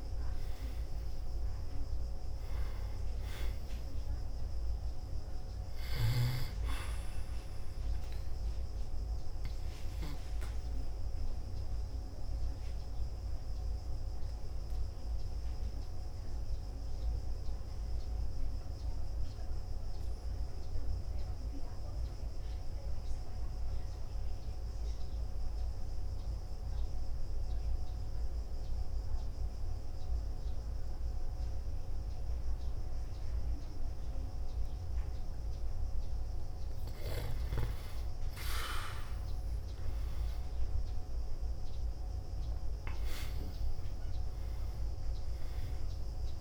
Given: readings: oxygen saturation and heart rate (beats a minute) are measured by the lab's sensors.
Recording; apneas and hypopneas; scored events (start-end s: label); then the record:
breathing in sleep by a room microphone; 1
0.00-25.00 s: oxygen desaturation (device-marked, oxygen 88% lowest, heart rate 54 extreme)
12.50-36.00 s: obstructive apnea (oxygen 98% before, 87% lowest, heart rate 60 before, 54 extreme, up 5 after)
37.00-41.50 s: arousal
38.00-46.41 s: oxygen desaturation (device-marked, oxygen 98% before, 87% lowest, heart rate 58 before, 55 extreme)
From the record:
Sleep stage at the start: N2 (light sleep); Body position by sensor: on the back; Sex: male